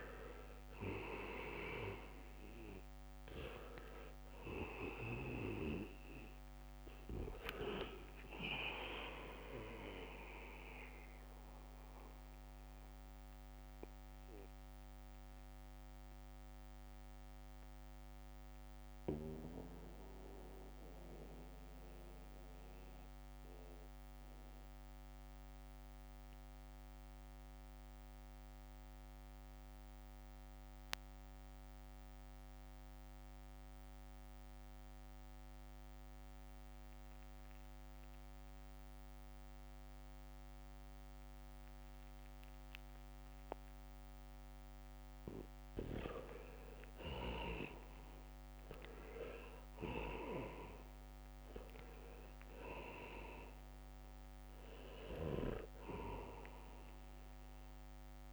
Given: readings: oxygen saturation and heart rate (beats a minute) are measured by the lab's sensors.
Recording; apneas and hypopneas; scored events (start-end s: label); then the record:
breathing in sleep by a microphone on the trachea; 1
0.00-2.50 s: leg movement (device-marked)
0.00-28.00 s: oxygen desaturation (device-marked, oxygen 82% lowest, heart rate 65 extreme)
11.00-43.00 s: mixed apnea (oxygen 98% before, 82% lowest, heart rate 71 before, 65 extreme, up 0 after)
43.00-58.32 s: oxygen desaturation (device-marked, oxygen 99% before, 82% lowest, heart rate 73 before, 65 extreme)
48.00-52.50 s: arousal
49.00-52.50 s: leg movement (device-marked)
From the record:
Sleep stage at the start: N2 (light sleep); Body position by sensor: on the back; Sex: male